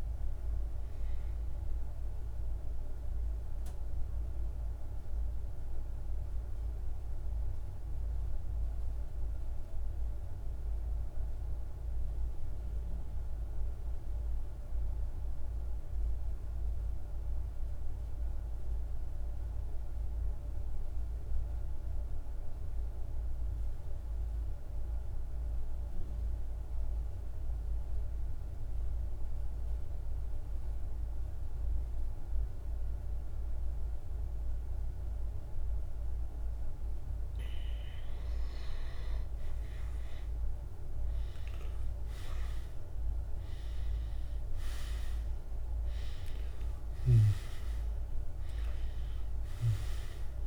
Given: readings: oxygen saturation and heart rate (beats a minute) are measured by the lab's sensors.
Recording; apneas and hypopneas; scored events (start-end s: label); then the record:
breathing in sleep, hard to hear, by a room microphone; 1
0.00-11.00 s: oxygen desaturation (device-marked, oxygen 86% lowest, heart rate 48 extreme)
2.50-37.00 s: mixed apnea (oxygen 97% before, 86% lowest, heart rate 57 before, 47 extreme, up 5 after)
28.00-50.47 s: oxygen desaturation (device-marked, oxygen 100% before, 86% lowest, heart rate 49 before, 47 extreme)
39.00-43.00 s: arousal
From the record:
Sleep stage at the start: N2 (light sleep); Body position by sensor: on the back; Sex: male